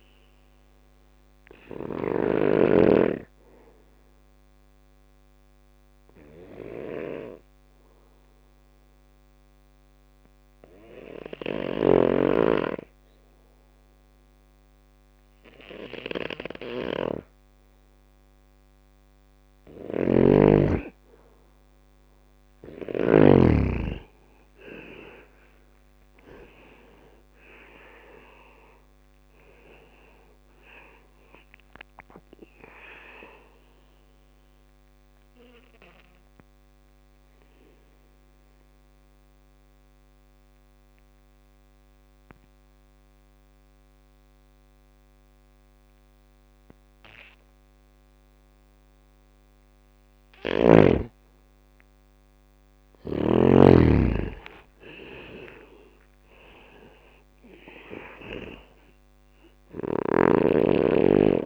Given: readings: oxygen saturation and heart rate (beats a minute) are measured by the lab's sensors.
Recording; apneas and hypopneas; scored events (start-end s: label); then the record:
breathing in sleep by a microphone on the trachea; 2
0.00-1.50 s: snoring (device-marked)
0.00-3.00 s: drop in pulse transit time (device-marked, heart rate 63 extreme)
0.00-13.00 s: oxygen desaturation (device-marked, oxygen 90% lowest, heart rate 62 extreme)
3.00-18.50 s: obstructive apnea (oxygen 96% before, 90% lowest, heart rate 68 before, 63 extreme, up 5 after)
10.50-22.50 s: snoring (device-marked)
21.50-24.50 s: arousal
25.00-37.00 s: drop in pulse transit time (device-marked, heart rate 66 before, 68 extreme)
27.00-47.00 s: oxygen desaturation (device-marked, oxygen 98% before, 91% lowest, heart rate 66 before, 62 extreme)
32.00-48.50 s: obstructive apnea (oxygen 98% before, 90% lowest, heart rate 68 before, 62 extreme, up 8 after)
50.50-53.00 s: arousal
54.00-61.46 s: drop in pulse transit time (device-marked, heart rate 65 before, 62 extreme)
55.00-61.46 s: oxygen desaturation (device-marked, oxygen 98% before, 90% lowest, heart rate 65 before, 62 extreme)
From the record:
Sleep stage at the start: N2 (light sleep); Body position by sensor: on the back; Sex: male